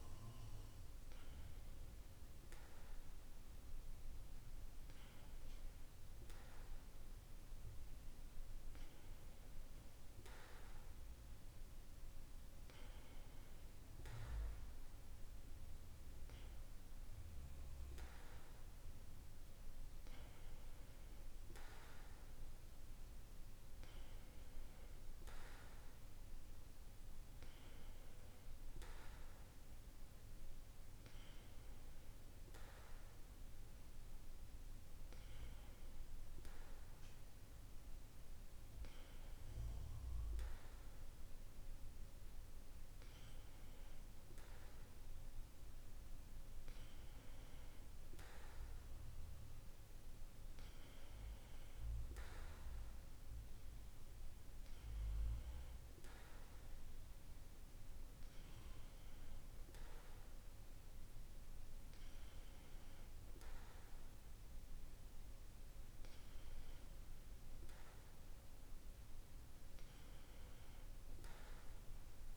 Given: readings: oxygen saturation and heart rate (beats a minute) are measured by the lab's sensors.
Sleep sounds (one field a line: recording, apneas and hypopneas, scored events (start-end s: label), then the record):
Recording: breathing in sleep, hard to hear, by a room microphone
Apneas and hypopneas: none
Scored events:
none scored
From the record:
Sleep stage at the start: N2 (light sleep)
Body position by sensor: on the back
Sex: male